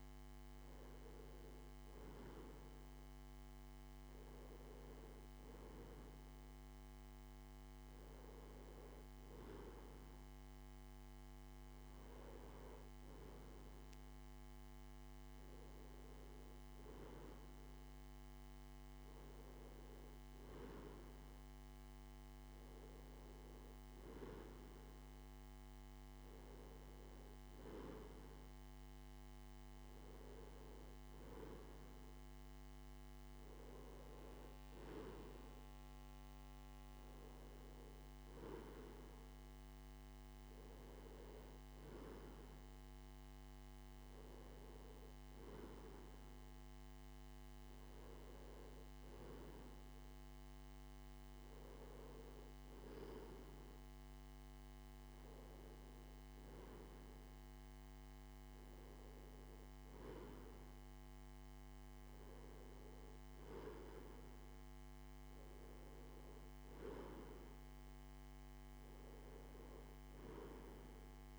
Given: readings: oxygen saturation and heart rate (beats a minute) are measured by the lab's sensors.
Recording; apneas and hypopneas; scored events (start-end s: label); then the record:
breathing in sleep by a microphone on the trachea; none
none scored
From the record:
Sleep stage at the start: N2 (light sleep); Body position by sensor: on the left side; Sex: male